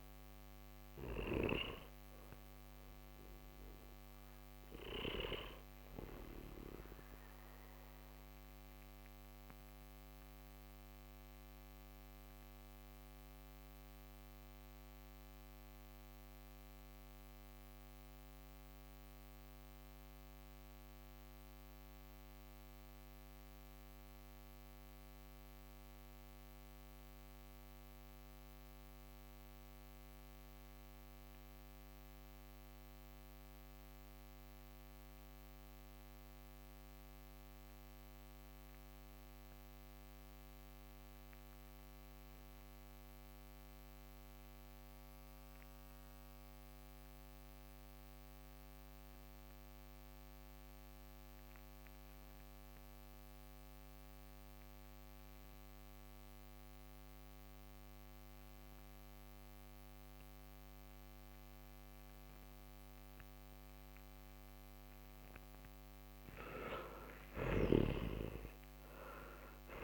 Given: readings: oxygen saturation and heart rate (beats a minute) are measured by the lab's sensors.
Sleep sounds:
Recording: breathing in sleep by a microphone on the trachea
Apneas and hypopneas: 1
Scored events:
0.00-17.50 s: oxygen desaturation (device-marked, oxygen 90% lowest, heart rate 44 extreme)
7.50-65.50 s: mixed apnea (oxygen 97% before, 85% lowest, heart rate 58 before, 44 extreme, up 16 after)
54.50-69.83 s: oxygen desaturation (device-marked, oxygen 97% before, 85% lowest, heart rate 56 before, 55 extreme)
62.50-69.83 s: new sleep stage, N1 (lightest sleep)
67.50-69.83 s: arousal
From the record:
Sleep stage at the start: N2 (light sleep)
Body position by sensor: on the back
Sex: male

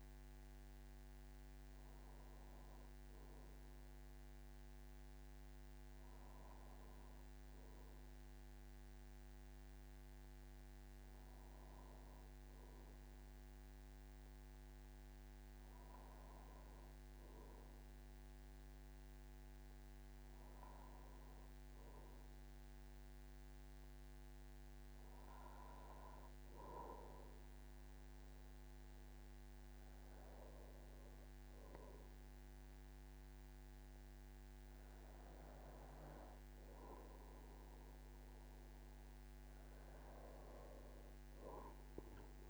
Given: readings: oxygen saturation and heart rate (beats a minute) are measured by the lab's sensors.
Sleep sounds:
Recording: breathing in sleep, hard to hear, by a microphone on the trachea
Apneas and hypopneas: none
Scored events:
11.00-42.50 s: new sleep stage, N2 (light sleep)
From the record:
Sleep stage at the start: N1 (lightest sleep)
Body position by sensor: on the back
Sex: male

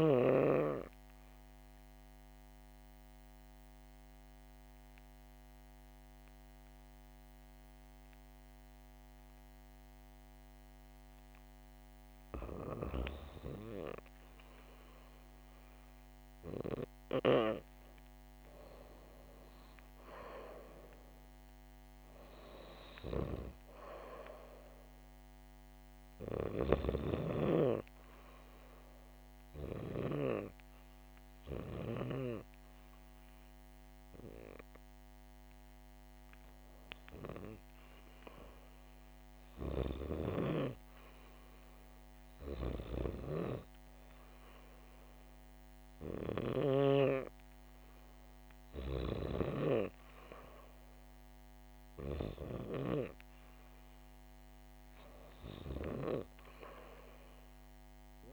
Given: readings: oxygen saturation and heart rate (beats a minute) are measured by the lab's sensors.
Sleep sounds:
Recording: breathing in sleep by a microphone on the trachea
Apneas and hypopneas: 1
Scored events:
2.00-13.00 s: obstructive apnea (oxygen 100% before, 94% lowest, heart rate 70 before, 68 extreme, up 3 after)
16.50-20.50 s: arousal
22.00-34.00 s: oxygen desaturation (device-marked, oxygen 97% before, 94% lowest, heart rate 71 before, 68 extreme)
From the record:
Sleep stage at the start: REM sleep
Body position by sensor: on the back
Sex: female

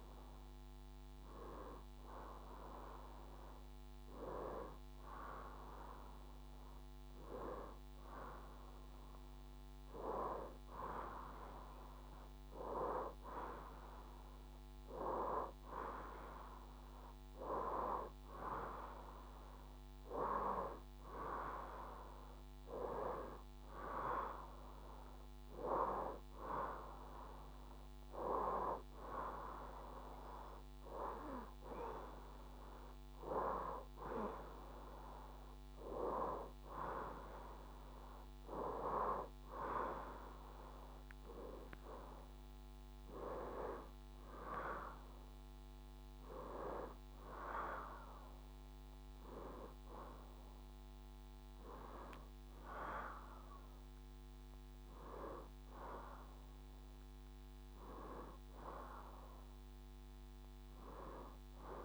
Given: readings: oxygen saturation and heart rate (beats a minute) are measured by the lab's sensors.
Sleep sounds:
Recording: breathing in sleep by a microphone on the trachea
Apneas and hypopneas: 1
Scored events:
20.50-24.50 s: arousal
29.00-40.50 s: hypopnea (oxygen 93% before, 90% lowest, heart rate 76 before, 73 extreme, up 4 after)
42.50-47.00 s: arousal
From the record:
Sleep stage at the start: N1 (lightest sleep)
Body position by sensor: on the right side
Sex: female

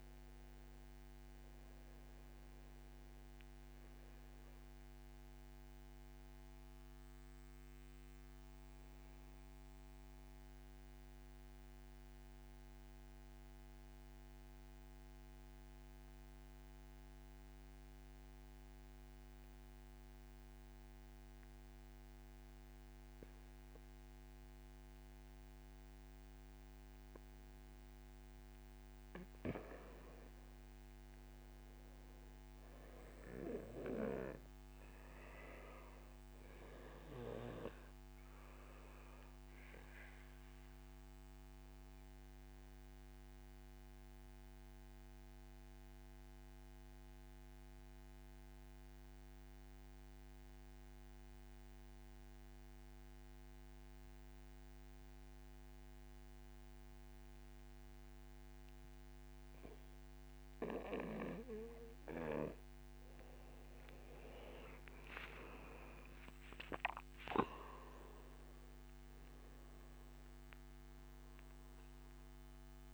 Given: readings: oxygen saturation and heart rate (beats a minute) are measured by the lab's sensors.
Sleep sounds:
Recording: breathing in sleep by a microphone on the trachea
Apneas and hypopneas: 2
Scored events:
0.00-13.50 s: oxygen desaturation (device-marked, oxygen 87% lowest, heart rate 54 extreme)
5.00-28.00 s: obstructive apnea (oxygen 96% before, 87% lowest, heart rate 61 before, 60 extreme, up 4 after)
30.00-33.00 s: arousal
32.50-53.50 s: oxygen desaturation (device-marked, oxygen 96% before, 89% lowest, heart rate 64 before, 36 extreme)
38.00-59.00 s: obstructive apnea (oxygen 97% before, 87% lowest, heart rate 63 before, 36 extreme)
64.50-72.93 s: oxygen desaturation (device-marked, oxygen 95% before, 87% lowest, heart rate 66 before, 49 extreme)
66.00-71.00 s: arousal
From the record:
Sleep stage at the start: N2 (light sleep)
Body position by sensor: on the back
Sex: male

